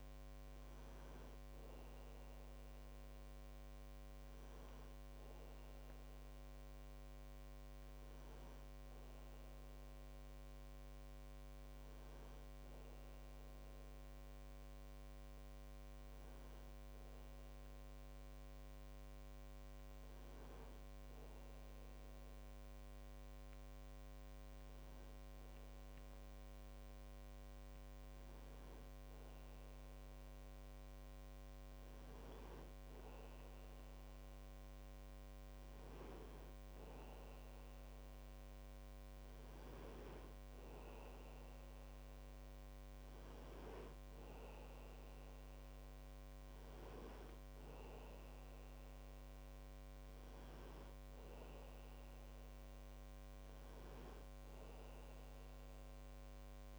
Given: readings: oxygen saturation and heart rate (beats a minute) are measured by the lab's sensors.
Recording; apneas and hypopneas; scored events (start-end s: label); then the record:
breathing in sleep, hard to hear, by a microphone on the trachea; none
none scored
From the record:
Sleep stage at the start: N1 (lightest sleep); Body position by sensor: on the back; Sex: male